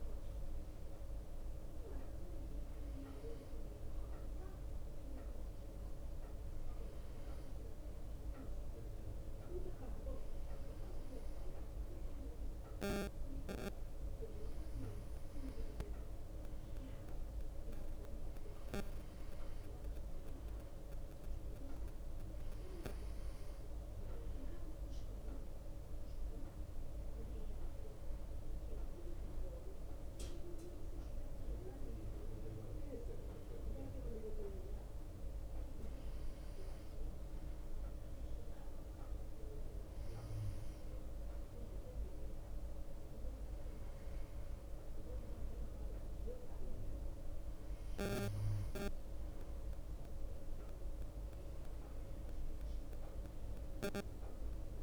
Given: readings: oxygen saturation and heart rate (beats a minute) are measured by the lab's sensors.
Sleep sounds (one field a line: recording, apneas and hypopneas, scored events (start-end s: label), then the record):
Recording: breathing in sleep by a room microphone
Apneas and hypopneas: none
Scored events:
none scored
From the record:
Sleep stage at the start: N2 (light sleep)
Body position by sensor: on the back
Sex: male